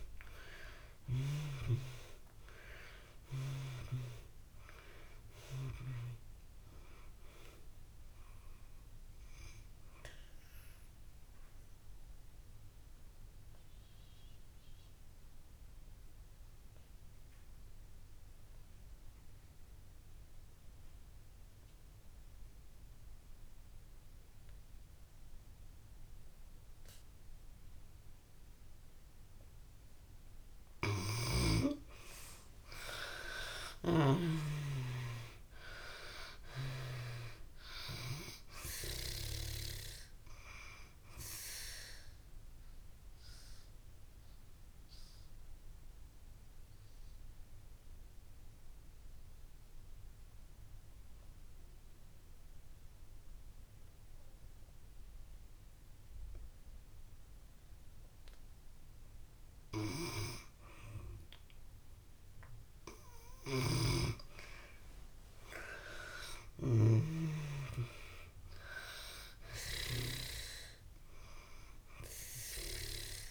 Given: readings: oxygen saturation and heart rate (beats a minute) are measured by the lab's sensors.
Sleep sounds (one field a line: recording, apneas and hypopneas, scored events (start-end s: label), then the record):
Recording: breathing in sleep by a room microphone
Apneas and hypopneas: 2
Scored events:
0.00-1.00 s: arousal
0.00-25.00 s: oxygen desaturation (device-marked, oxygen 71% lowest)
9.00-30.50 s: obstructive apnea (oxygen 98% before, 71% lowest)
30.00-60.00 s: oxygen desaturation (device-marked, oxygen 98% before, 75% lowest)
32.50-35.50 s: arousal
41.50-63.50 s: obstructive apnea (oxygen 98% before, 75% lowest)
62.00-73.31 s: oxygen desaturation (device-marked, oxygen 98% before, 79% lowest)
65.50-68.50 s: arousal
From the record:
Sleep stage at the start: N2 (light sleep)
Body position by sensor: on the back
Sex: female